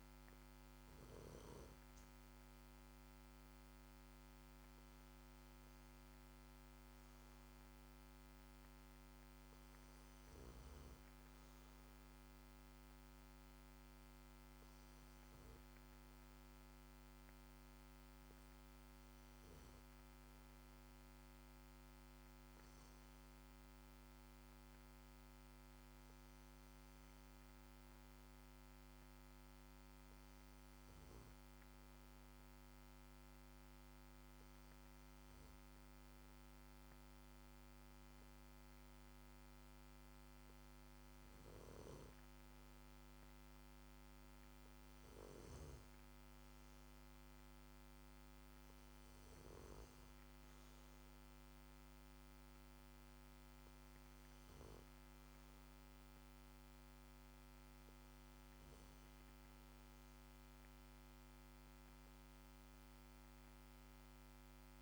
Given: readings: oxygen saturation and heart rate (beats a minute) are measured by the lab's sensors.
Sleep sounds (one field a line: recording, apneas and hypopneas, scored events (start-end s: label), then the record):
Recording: breathing in sleep, hard to hear, by a microphone on the trachea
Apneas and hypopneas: none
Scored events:
none scored
From the record:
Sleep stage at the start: N2 (light sleep)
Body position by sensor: on the back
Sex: male